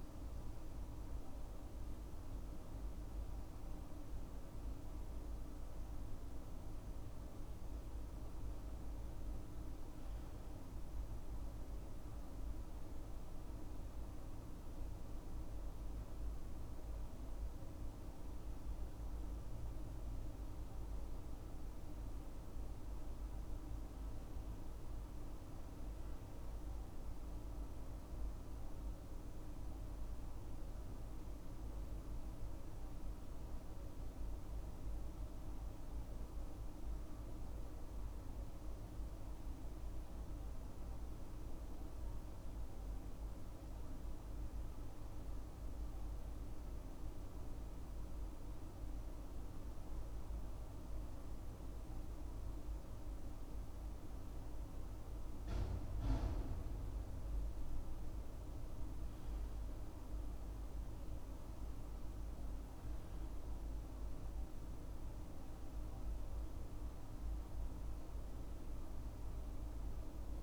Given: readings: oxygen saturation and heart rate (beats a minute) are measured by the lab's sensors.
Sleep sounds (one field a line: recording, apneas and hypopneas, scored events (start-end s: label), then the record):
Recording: breathing in sleep, hard to hear, by a room microphone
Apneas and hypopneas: 1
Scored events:
12.50-16.00 s: arousal
21.00-33.50 s: hypopnea (oxygen 96% before, 95% lowest, heart rate 68 before, 64 extreme, up 6 after)
35.50-38.00 s: arousal
65.50-68.50 s: arousal
From the record:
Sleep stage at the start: N2 (light sleep)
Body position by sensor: on the left side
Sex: male